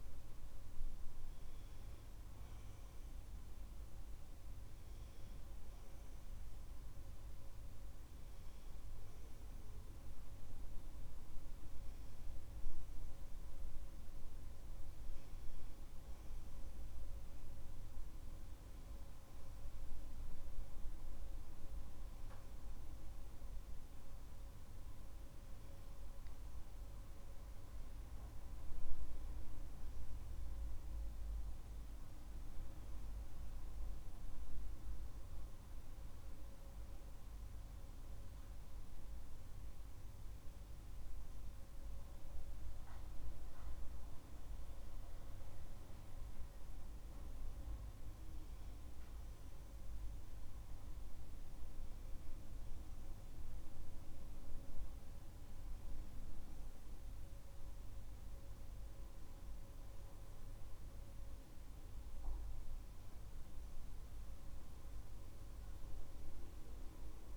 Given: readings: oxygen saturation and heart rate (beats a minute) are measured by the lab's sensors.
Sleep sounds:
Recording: breathing in sleep, hard to hear, by a room microphone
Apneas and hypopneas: none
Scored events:
0.00-2.00 s: arousal
49.00-52.50 s: arousal
From the record:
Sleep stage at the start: N2 (light sleep)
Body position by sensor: on the back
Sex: male

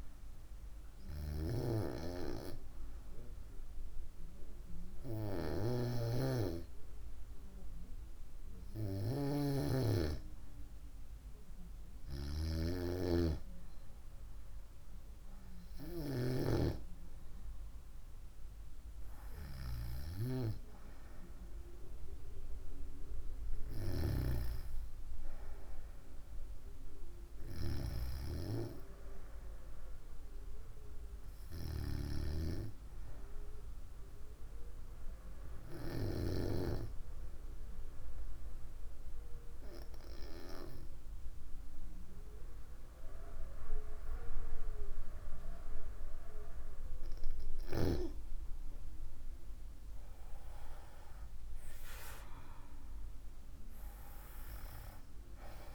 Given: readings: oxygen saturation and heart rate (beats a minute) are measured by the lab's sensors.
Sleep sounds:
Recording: breathing in sleep by a room microphone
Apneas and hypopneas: 2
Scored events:
0.50-10.50 s: hypopnea (oxygen 96% before, 93% lowest, heart rate 57 before, 56 extreme, up 5 after)
12.50-16.00 s: arousal
37.50-49.50 s: hypopnea (oxygen 96% before, 93% lowest, heart rate 58 before, 53 extreme, up 7 after)
51.50-54.50 s: arousal
From the record:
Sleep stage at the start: N2 (light sleep)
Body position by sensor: on the right side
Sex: female

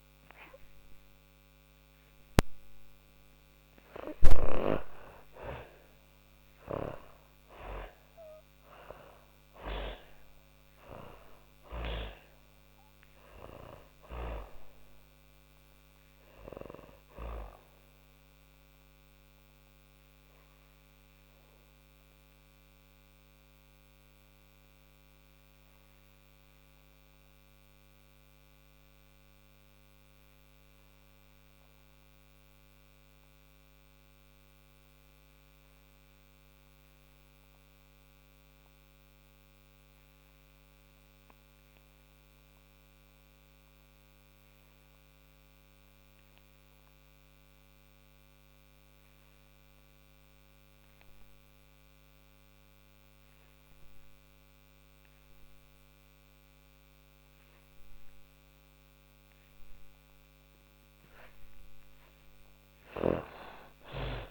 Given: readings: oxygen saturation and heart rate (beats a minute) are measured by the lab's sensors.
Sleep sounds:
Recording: breathing in sleep by a microphone on the trachea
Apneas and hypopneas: 1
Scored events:
0.00-31.50 s: oxygen desaturation (device-marked, oxygen 80% lowest, heart rate 36 extreme)
4.50-9.50 s: arousal
20.00-40.50 s: hypopnea (oxygen 97% before, 80% lowest, heart rate 103 before, 36 extreme, up 30 after)
42.50-47.50 s: arousal
48.50-64.31 s: oxygen desaturation (device-marked, oxygen 99% before, 81% lowest, heart rate 51 before, 39 extreme)
61.00-64.31 s: snoring (device-marked)
From the record:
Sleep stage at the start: N2 (light sleep)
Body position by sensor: on the back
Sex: female

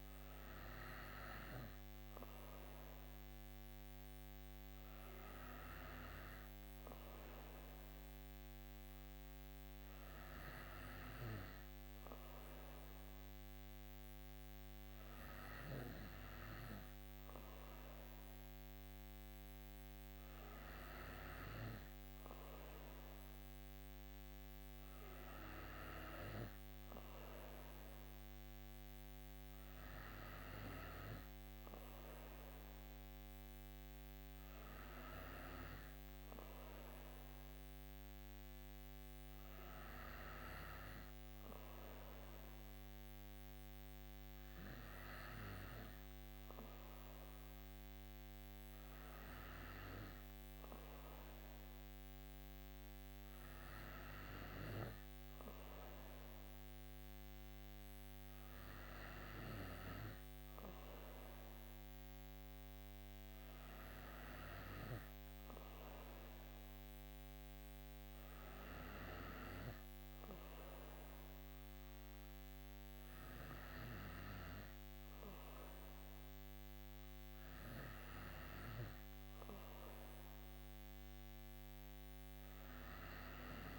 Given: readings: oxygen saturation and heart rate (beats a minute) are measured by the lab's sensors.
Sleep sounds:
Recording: breathing in sleep by a microphone on the trachea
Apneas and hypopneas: none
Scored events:
none scored
From the record:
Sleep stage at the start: N3 (deep sleep)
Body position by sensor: on the right side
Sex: female

